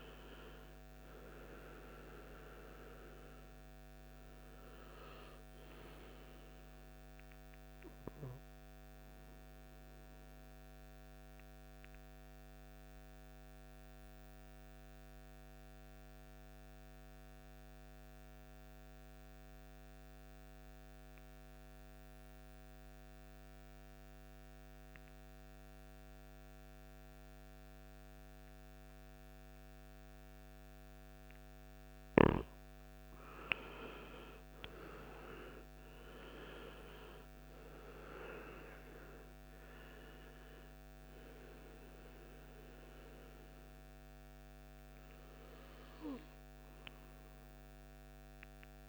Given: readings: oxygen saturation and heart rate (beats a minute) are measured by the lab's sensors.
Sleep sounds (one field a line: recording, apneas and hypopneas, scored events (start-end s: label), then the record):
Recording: breathing in sleep by a microphone on the trachea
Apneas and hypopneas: 1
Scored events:
0.00-20.50 s: oxygen desaturation (device-marked, oxygen 93% lowest, heart rate 54 extreme)
9.50-31.00 s: obstructive apnea (oxygen 98% before, 90% lowest, heart rate 59 before, 49 extreme, up 13 after)
33.00-37.50 s: arousal
34.50-48.89 s: oxygen desaturation (device-marked, oxygen 98% before, 91% lowest, heart rate 57 before, 49 extreme)
From the record:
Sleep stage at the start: N2 (light sleep)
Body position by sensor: on the right side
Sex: male